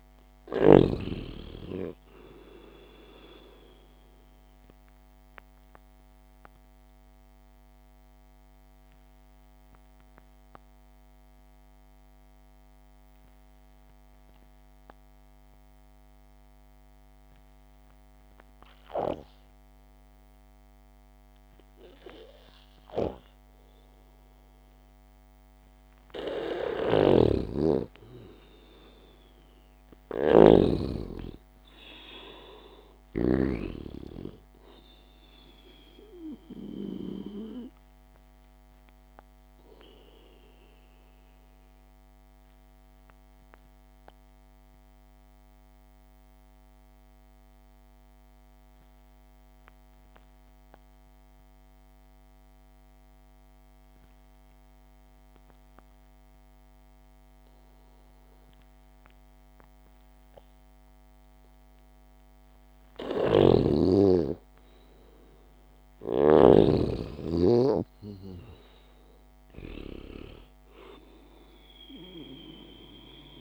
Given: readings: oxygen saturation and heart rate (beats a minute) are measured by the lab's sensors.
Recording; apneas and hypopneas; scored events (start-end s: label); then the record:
breathing in sleep by a microphone on the trachea; 2
0.00-1.50 s: snoring (device-marked)
7.00-24.00 s: obstructive apnea (oxygen 96% before, 90% lowest, heart rate 61 before, 53 extreme)
17.50-28.50 s: oxygen desaturation (device-marked, oxygen 95% before, 92% lowest, heart rate 58 before, 53 extreme)
27.00-34.00 s: snoring (device-marked)
27.50-31.00 s: arousal
41.50-60.50 s: obstructive apnea (oxygen 97% before, 90% lowest, heart rate 59 before, 53 extreme, up 0 after)
49.50-59.50 s: oxygen desaturation (device-marked, oxygen 95% before, 90% lowest, heart rate 58 before, 53 extreme)
63.50-67.00 s: snoring (device-marked)
64.50-68.00 s: arousal
From the record:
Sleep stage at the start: N2 (light sleep); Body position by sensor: on the back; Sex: male